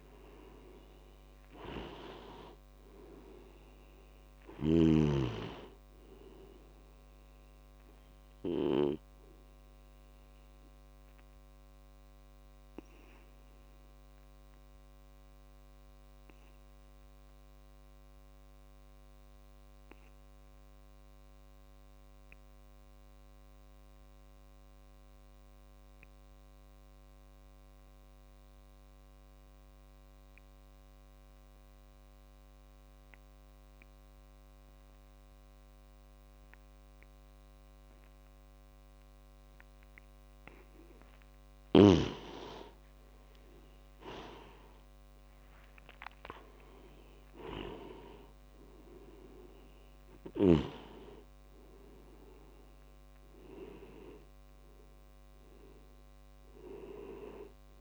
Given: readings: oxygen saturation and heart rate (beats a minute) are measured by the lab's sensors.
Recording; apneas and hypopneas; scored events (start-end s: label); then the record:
breathing in sleep by a microphone on the trachea; 1
0.00-1.50 s: arousal
0.00-25.00 s: oxygen desaturation (device-marked, oxygen 89% lowest)
10.50-39.50 s: obstructive apnea (oxygen 98% before, 88% lowest)
39.00-57.81 s: oxygen desaturation (device-marked, oxygen 98% before, 88% lowest)
42.00-46.00 s: arousal
From the record:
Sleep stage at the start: N2 (light sleep); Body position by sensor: on the back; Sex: male